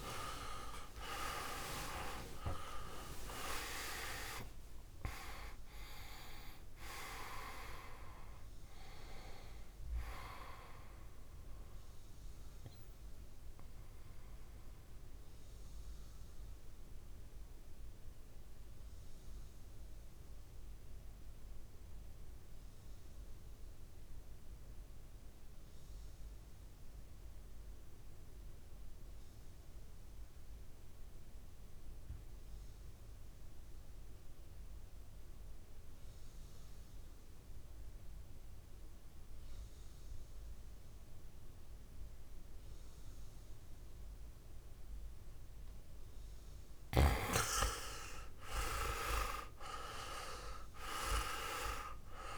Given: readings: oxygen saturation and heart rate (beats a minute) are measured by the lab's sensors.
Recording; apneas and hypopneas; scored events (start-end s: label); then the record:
breathing in sleep by a room microphone; 1
0.00-15.50 s: oxygen desaturation (device-marked, oxygen 87% lowest, heart rate 49 extreme)
15.00-46.00 s: mixed apnea (oxygen 98% before, 83% lowest, heart rate 66 before, 49 extreme, up 15 after)
41.50-52.38 s: oxygen desaturation (device-marked, oxygen 100% before, 83% lowest, heart rate 53 before, 51 extreme)
47.00-51.50 s: arousal
From the record:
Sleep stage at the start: REM sleep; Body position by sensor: on the back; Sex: male